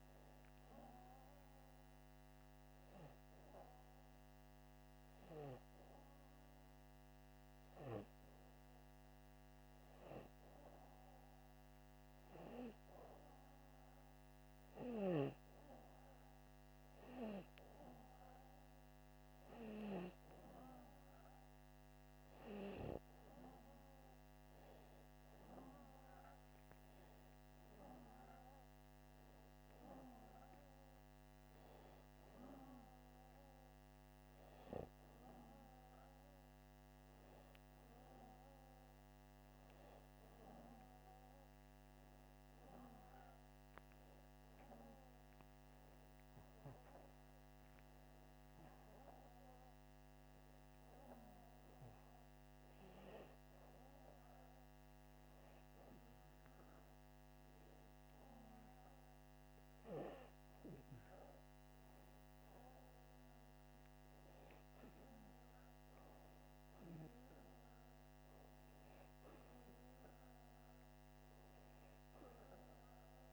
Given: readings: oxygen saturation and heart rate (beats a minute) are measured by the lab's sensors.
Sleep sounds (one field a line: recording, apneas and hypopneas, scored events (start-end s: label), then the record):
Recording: breathing in sleep by a microphone on the trachea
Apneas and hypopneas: none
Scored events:
44.50-48.50 s: arousal
49.50-53.50 s: oxygen desaturation (device-marked, oxygen 96% before, 93% lowest, heart rate 85 before, 81 extreme)
From the record:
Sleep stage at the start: N2 (light sleep)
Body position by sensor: upright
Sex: male